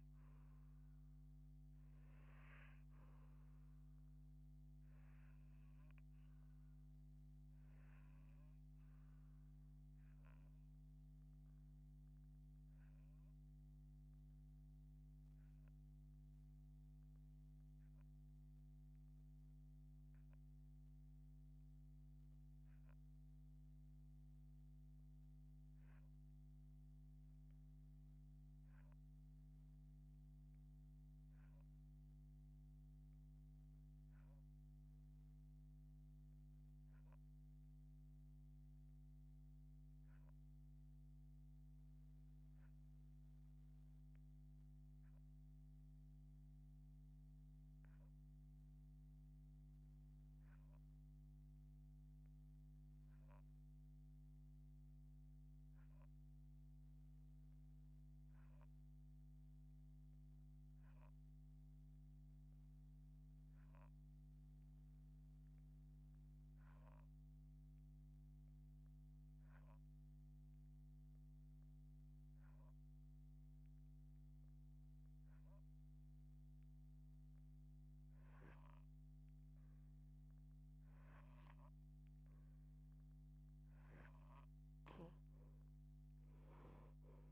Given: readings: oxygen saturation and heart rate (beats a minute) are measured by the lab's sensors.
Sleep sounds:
breathing in sleep, hard to hear, by a microphone on the trachea; 1
8.50-81.50 s: hypopnea (oxygen 92% before, 62% lowest, heart rate 99 before, 55 extreme, up 30 after)
22.00-87.32 s: oxygen desaturation (device-marked, oxygen 92% before, 62% lowest)
85.00-87.32 s: arousal
From the record:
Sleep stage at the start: REM sleep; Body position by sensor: on the left side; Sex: female

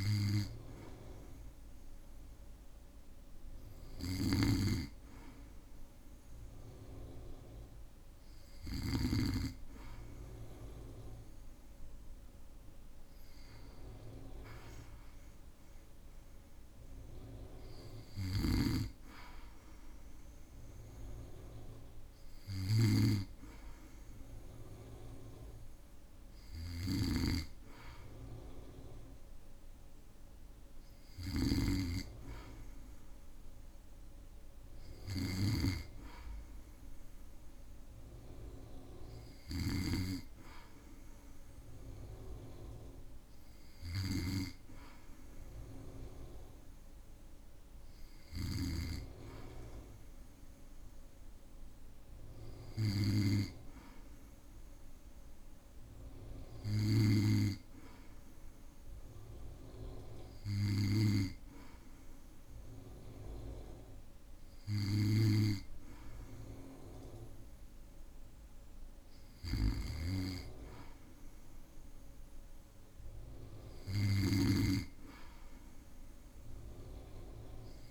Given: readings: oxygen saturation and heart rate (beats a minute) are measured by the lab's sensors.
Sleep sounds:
breathing in sleep by a room microphone; none
4.00-9.00 s: snoring (device-marked)
18.00-48.50 s: snoring (device-marked)
69.50-77.91 s: snoring (device-marked)
From the record:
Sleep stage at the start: N2 (light sleep); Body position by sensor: on the back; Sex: male

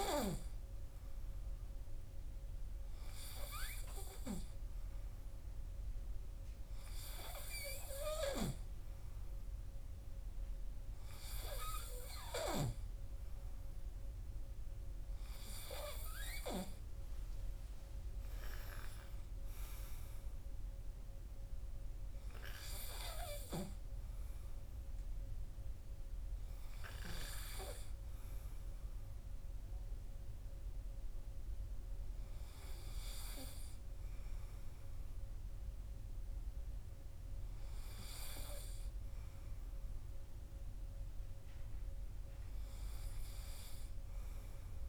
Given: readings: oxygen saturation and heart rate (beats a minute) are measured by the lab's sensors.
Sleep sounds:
breathing in sleep by a room microphone; none
none scored
From the record:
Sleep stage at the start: N3 (deep sleep); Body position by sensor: on the right side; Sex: male

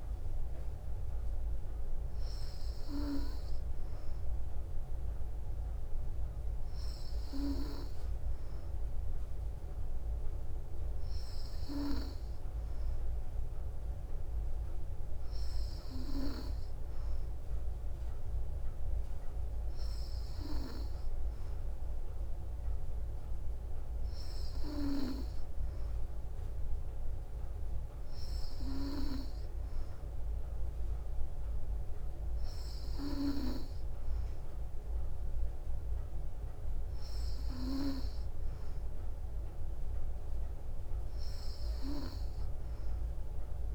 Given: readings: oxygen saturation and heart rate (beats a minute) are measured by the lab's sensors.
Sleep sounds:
breathing in sleep by a room microphone; none
none scored
From the record:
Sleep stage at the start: N3 (deep sleep); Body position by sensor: on the back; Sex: female

